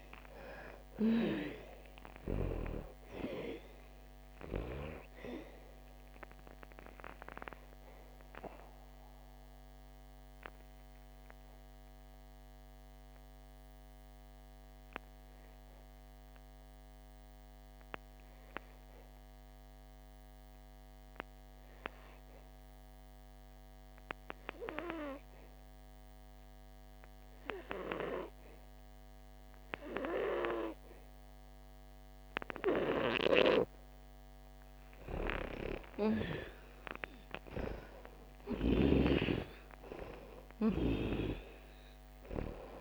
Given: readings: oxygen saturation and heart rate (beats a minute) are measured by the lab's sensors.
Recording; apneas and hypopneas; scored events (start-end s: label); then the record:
breathing in sleep by a microphone on the trachea; 1
0.00-26.50 s: oxygen desaturation (device-marked, oxygen 83% lowest, heart rate 56 extreme)
7.00-34.00 s: obstructive apnea (oxygen 97% before, 83% lowest, heart rate 77 before, 56 extreme, up 27 after)
35.00-38.50 s: arousal
From the record:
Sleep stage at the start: N2 (light sleep); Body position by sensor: on the back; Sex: female